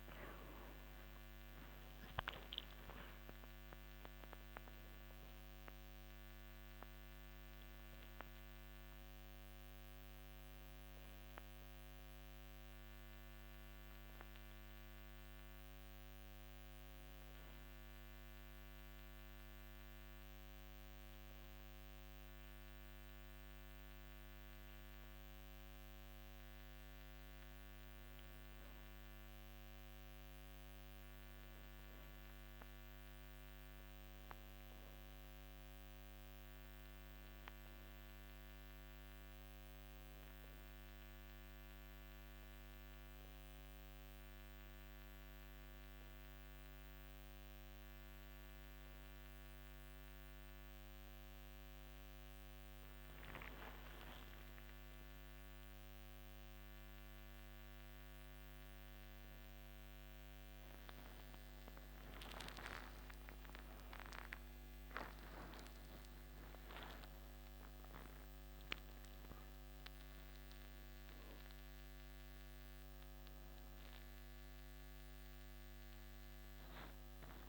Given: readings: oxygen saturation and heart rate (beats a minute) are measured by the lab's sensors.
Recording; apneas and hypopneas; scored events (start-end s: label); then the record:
a person partly awake in a sleep study, hard to hear, by a microphone on the trachea; 2
0.50-5.50 s: arousal
3.50-23.50 s: oxygen desaturation (device-marked, oxygen 97% before, 92% lowest)
17.00-28.00 s: hypopnea (oxygen 97% before, 93% lowest)
32.00-36.50 s: arousal
45.00-57.50 s: hypopnea (oxygen 97% before, 95% lowest)
50.50-77.49 s: new sleep stage, awake
From the record:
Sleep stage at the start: N2 (light sleep); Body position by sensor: on the back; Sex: male